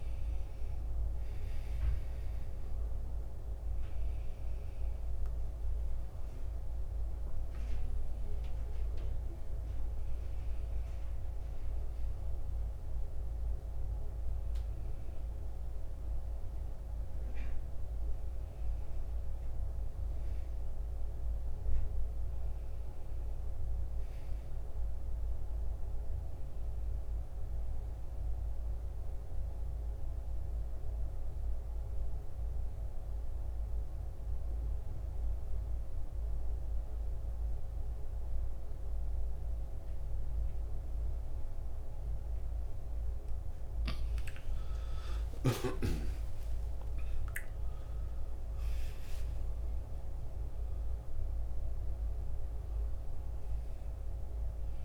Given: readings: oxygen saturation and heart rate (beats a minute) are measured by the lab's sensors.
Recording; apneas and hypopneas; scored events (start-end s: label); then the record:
breathing in sleep, hard to hear, by a room microphone; 1
2.50-7.50 s: arousal
4.00-27.00 s: oxygen desaturation (device-marked, oxygen 93% before, 89% lowest, heart rate 79 before, 69 extreme)
28.00-43.50 s: central apnea (oxygen 93% before, 86% lowest, heart rate 81 before, 69 extreme, up 22 after)
45.50-49.50 s: arousal
50.00-54.85 s: oxygen desaturation (device-marked, oxygen 94% before, 86% lowest, heart rate 73 before, 77 extreme)
From the record:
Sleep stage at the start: N2 (light sleep); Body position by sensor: on the back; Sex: male